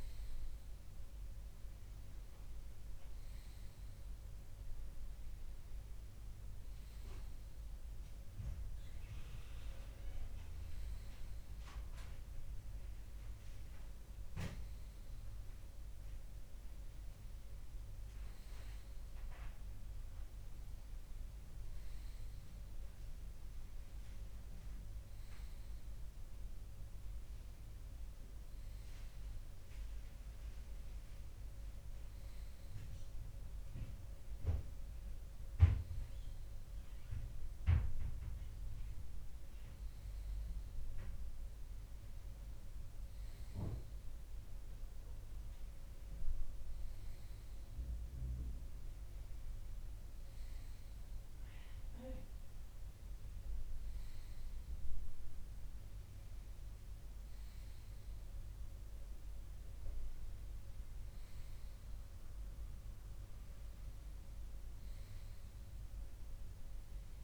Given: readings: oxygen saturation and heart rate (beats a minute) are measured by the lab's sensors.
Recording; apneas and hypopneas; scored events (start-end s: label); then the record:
breathing in sleep, hard to hear, by a room microphone; none
16.50-18.50 s: long interval between heartbeats (device-marked, heart rate 62 before, 66 extreme)
19.00-21.00 s: bradycardia (device-marked, heart rate 63 before, 62 extreme)
27.00-29.00 s: bradycardia (device-marked, heart rate 63 before, 61 extreme)
37.50-40.50 s: arousal
From the record:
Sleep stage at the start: N2 (light sleep); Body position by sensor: on the left side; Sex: male